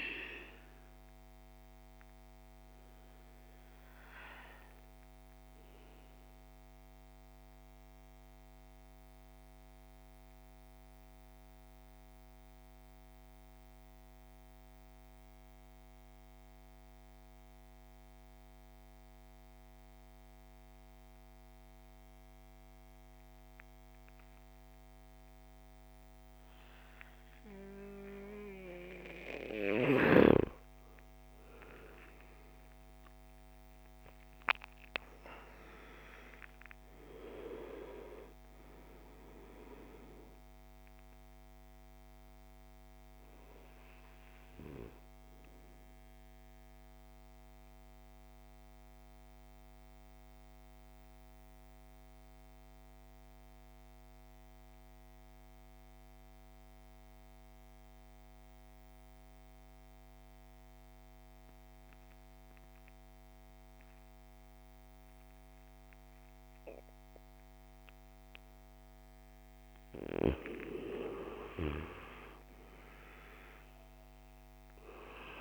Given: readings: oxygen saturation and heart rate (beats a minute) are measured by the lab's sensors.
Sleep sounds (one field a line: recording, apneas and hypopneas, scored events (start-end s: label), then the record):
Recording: breathing in sleep by a microphone on the trachea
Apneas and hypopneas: 2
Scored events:
0.00-23.00 s: oxygen desaturation (device-marked, oxygen 87% lowest)
3.00-29.00 s: mixed apnea (oxygen 98% before, 85% lowest)
30.00-62.00 s: oxygen desaturation (device-marked, oxygen 98% before, 85% lowest)
32.00-36.00 s: arousal
44.50-68.50 s: mixed apnea (oxygen 98% before, 85% lowest)
69.00-75.41 s: oxygen desaturation (device-marked, oxygen 98% before, 85% lowest)
71.00-75.41 s: arousal
From the record:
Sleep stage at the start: N2 (light sleep)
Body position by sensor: on the back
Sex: male